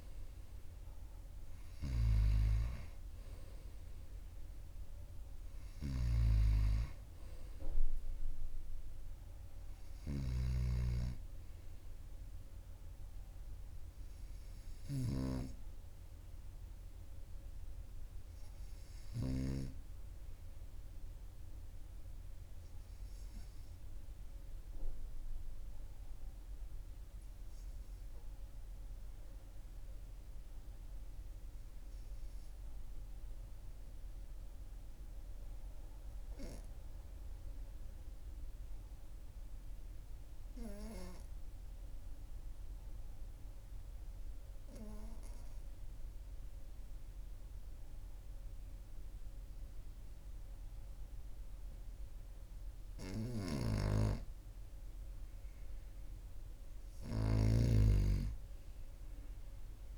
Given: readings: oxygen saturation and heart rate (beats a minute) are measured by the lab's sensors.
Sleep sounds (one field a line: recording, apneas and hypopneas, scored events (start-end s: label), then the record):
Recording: breathing in sleep by a room microphone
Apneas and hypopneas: 1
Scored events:
5.50-10.00 s: snoring (device-marked)
28.00-31.50 s: arousal
33.50-53.00 s: obstructive apnea (oxygen 99% before, 94% lowest, heart rate 43 before, 42 extreme, up 2 after)
53.00-59.98 s: snoring (device-marked)
55.50-59.00 s: arousal
From the record:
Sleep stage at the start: N2 (light sleep)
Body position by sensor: on the right side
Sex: male